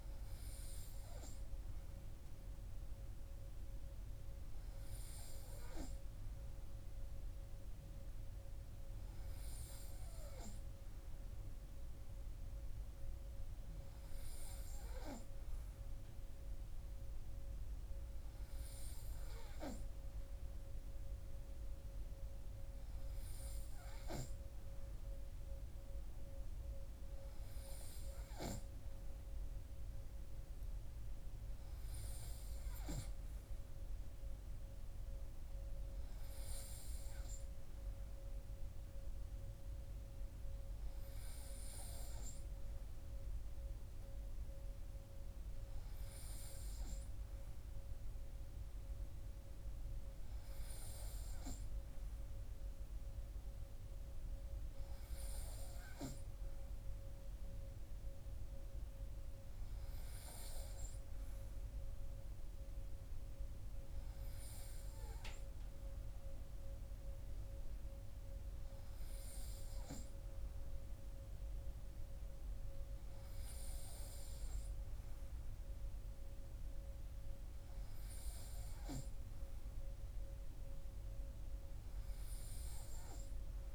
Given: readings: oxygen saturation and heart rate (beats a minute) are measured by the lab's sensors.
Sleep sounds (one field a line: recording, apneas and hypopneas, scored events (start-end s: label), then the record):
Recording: breathing in sleep, hard to hear, by a room microphone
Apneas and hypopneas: none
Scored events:
none scored
From the record:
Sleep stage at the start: N3 (deep sleep)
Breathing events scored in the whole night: 219 in 7.0 hours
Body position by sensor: on the right side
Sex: male